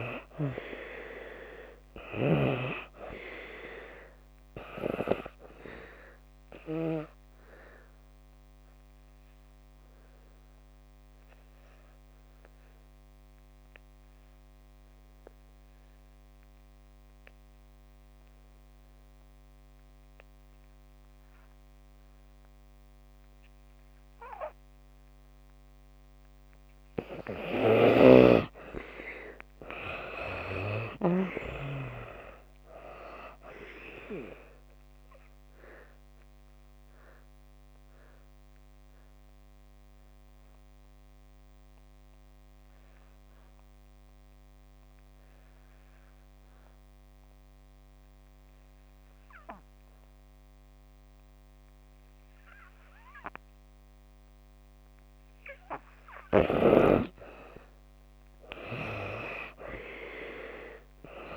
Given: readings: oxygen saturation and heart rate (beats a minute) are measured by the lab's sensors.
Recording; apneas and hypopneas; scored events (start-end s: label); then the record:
breathing in sleep by a microphone on the trachea; 2
0.00-2.50 s: snoring (device-marked)
0.00-3.00 s: arousal
0.00-10.50 s: oxygen desaturation (device-marked, oxygen 76% lowest)
6.00-26.00 s: obstructive apnea (oxygen 86% before, 71% lowest)
28.00-31.00 s: arousal
29.50-55.50 s: oxygen desaturation (device-marked, oxygen 96% before, 71% lowest)
35.00-54.50 s: obstructive apnea (oxygen 96% before, 71% lowest)
57.00-60.00 s: arousal
From the record:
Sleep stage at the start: N2 (light sleep); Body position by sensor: on the back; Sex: female